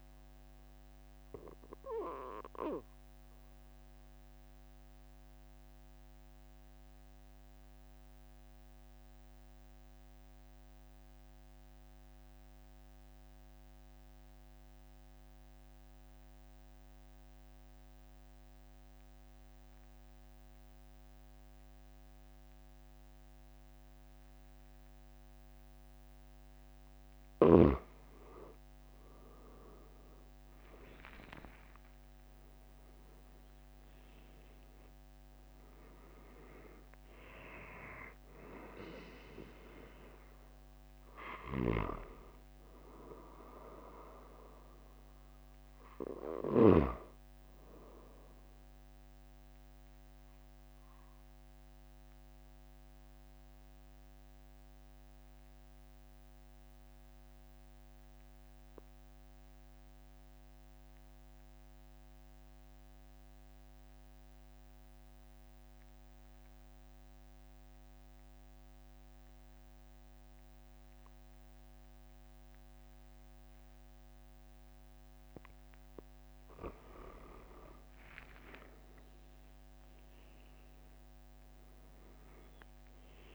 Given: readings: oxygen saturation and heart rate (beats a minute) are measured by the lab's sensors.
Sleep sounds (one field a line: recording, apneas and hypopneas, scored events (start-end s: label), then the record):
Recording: breathing in sleep by a microphone on the trachea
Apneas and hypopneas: 2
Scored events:
1.50-26.00 s: obstructive apnea (oxygen 96% before, 91% lowest, heart rate 46 before, 42 extreme, up 4 after)
29.00-34.00 s: arousal
31.00-63.00 s: oxygen desaturation (device-marked, oxygen 97% before, 91% lowest, heart rate 45 before, 42 extreme)
41.50-47.00 s: snoring (device-marked)
52.00-75.50 s: obstructive apnea (oxygen 97% before, 91% lowest, heart rate 45 before, 42 extreme, up 6 after)
78.00-82.50 s: arousal
81.00-83.35 s: oxygen desaturation (device-marked, oxygen 97% before, 92% lowest, heart rate 44 before, 42 extreme)
From the record:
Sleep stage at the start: N2 (light sleep)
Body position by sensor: on the back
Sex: male